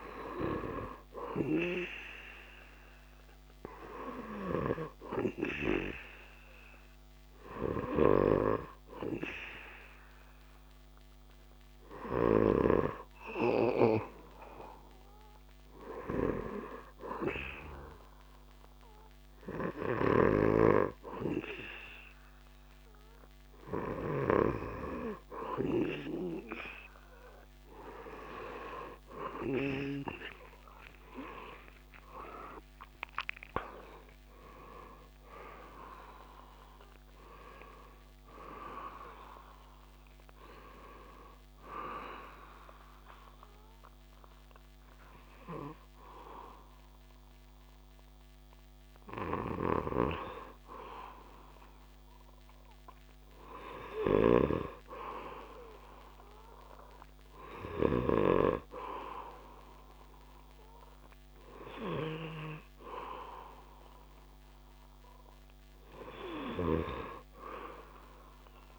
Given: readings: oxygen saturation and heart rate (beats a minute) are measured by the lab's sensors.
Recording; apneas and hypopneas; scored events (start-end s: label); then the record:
breathing in sleep by a microphone on the trachea; 2
7.50-10.50 s: arousal
13.50-26.00 s: hypopnea (oxygen 99% before, 97% lowest)
19.50-24.00 s: snoring (device-marked)
29.50-34.00 s: arousal
41.50-51.50 s: obstructive apnea (oxygen 98% before, 97% lowest)
49.00-58.00 s: snoring (device-marked)
54.50-57.50 s: arousal
From the record:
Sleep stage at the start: N2 (light sleep); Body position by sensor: on the back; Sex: male